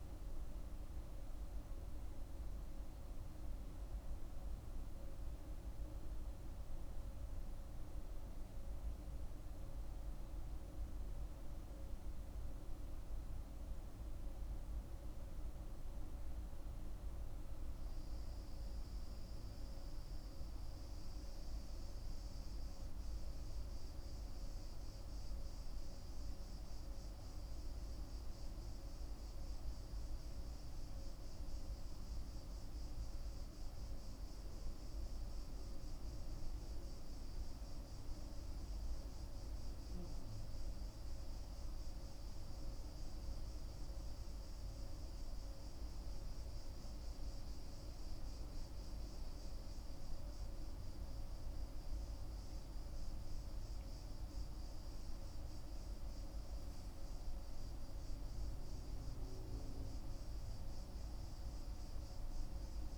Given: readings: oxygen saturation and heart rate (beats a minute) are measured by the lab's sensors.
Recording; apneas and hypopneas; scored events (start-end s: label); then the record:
breathing in sleep, hard to hear, by a room microphone; none
8.50-62.98 s: new sleep stage, N2 (light sleep)
From the record:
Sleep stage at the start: N1 (lightest sleep); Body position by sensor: on the back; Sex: male